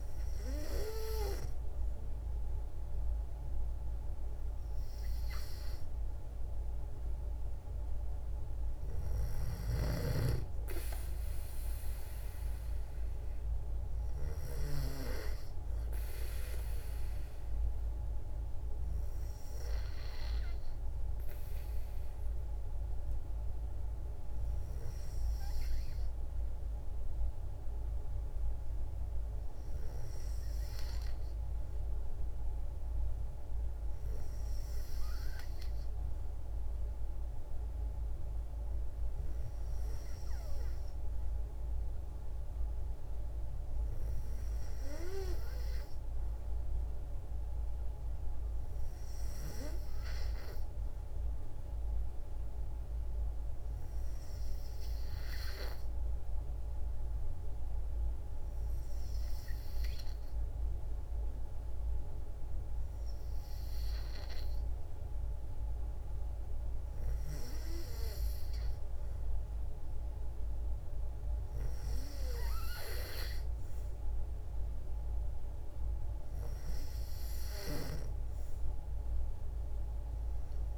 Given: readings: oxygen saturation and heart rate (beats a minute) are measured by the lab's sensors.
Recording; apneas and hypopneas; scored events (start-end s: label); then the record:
breathing in sleep by a room microphone; none
none scored
From the record:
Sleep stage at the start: N2 (light sleep); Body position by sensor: on the back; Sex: female